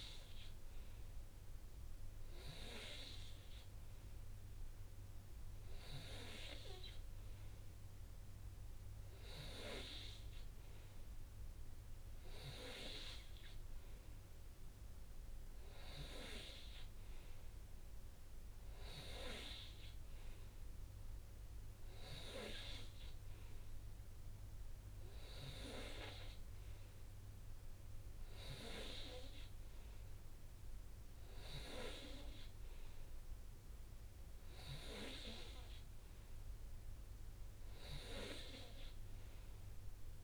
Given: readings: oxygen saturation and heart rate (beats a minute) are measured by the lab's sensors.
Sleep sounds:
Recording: breathing in sleep by a room microphone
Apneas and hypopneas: none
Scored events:
none scored
From the record:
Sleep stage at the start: N3 (deep sleep)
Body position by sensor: on the right side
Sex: male

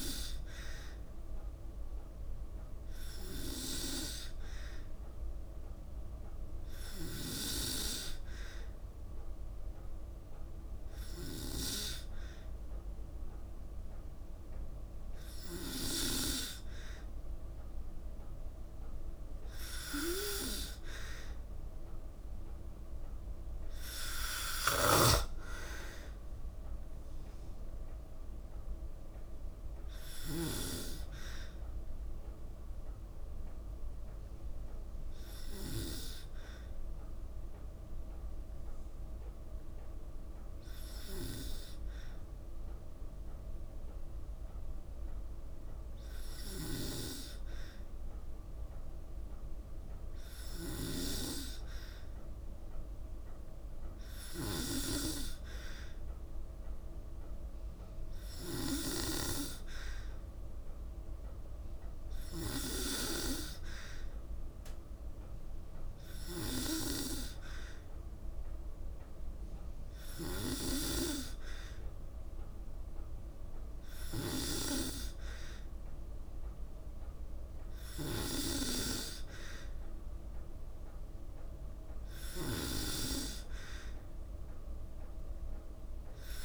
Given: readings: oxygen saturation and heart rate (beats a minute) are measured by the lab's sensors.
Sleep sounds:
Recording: breathing in sleep by a room microphone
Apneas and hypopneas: 1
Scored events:
24.00-30.00 s: snoring (device-marked)
25.50-30.00 s: arousal
31.50-46.00 s: hypopnea (oxygen 94% before, 93% lowest, heart rate 55 before, 52 extreme, up 2 after)
46.00-54.00 s: snoring (device-marked)
49.00-54.00 s: arousal
81.50-86.45 s: snoring (device-marked)
From the record:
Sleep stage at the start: N2 (light sleep)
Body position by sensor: on the back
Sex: female

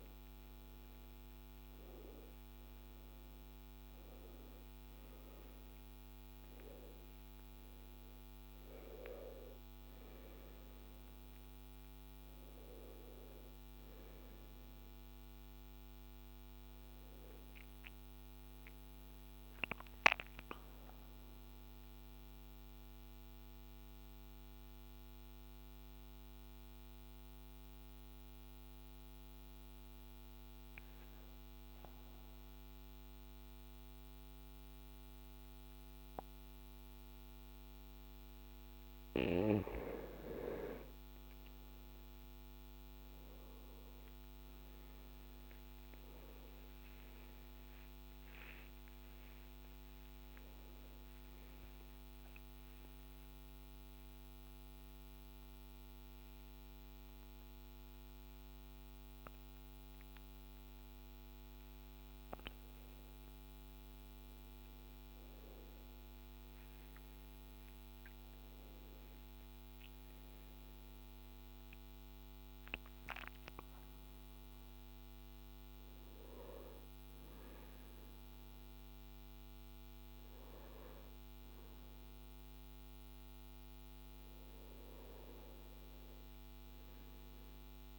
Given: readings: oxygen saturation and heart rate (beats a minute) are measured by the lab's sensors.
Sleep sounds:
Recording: breathing in sleep by a microphone on the trachea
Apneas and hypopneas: 1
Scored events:
0.00-5.00 s: tachycardia (device-marked, heart rate 194 extreme)
0.00-25.00 s: oxygen desaturation (device-marked, oxygen 86% lowest, heart rate 52 extreme)
0.50-2.50 s: long interval between heartbeats (device-marked, heart rate 86 before, 179 extreme)
3.50-5.50 s: long interval between heartbeats (device-marked, heart rate 106 before, 173 extreme)
20.00-38.00 s: mixed apnea (oxygen 91% before, 86% lowest, heart rate 111 before, 52 extreme, up 17 after)
40.50-45.00 s: arousal
45.00-54.00 s: tachycardia (device-marked, heart rate 60 before, 149 extreme)
46.00-48.00 s: long interval between heartbeats (device-marked, heart rate 55 before, 85 extreme)
48.00-50.00 s: long interval between heartbeats (device-marked, heart rate 58 before, 130 extreme)
49.00-74.00 s: oxygen desaturation (device-marked, oxygen 98% before, 93% lowest, heart rate 62 before, 54 extreme)
51.00-53.00 s: long interval between heartbeats (device-marked, heart rate 70 before, 132 extreme)
53.00-55.00 s: long interval between heartbeats (device-marked, heart rate 79 before, 126 extreme)
61.50-63.50 s: long interval between heartbeats (device-marked, heart rate 99 before, 89 extreme)
74.00-87.99 s: new sleep stage, awake
From the record:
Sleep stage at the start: N2 (light sleep)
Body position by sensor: on the back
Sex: male

